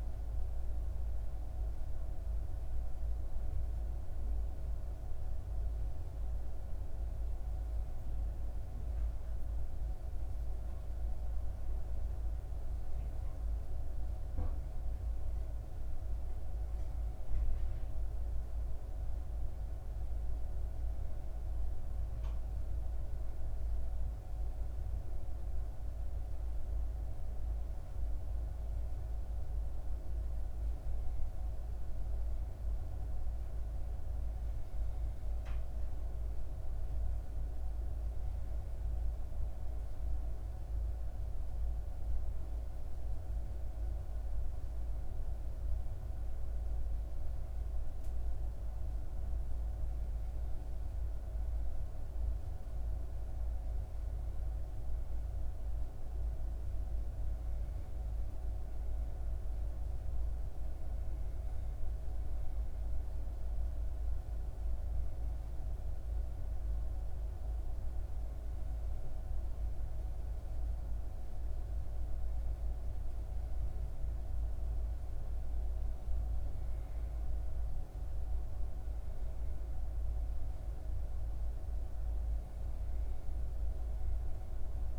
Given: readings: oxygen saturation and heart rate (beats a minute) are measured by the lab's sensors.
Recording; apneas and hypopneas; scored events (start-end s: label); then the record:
a person partly awake in a sleep study, hard to hear, by a room microphone; none
25.00-84.99 s: new sleep stage, N1 (lightest sleep)
From the record:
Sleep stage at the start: awake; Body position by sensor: on the back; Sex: female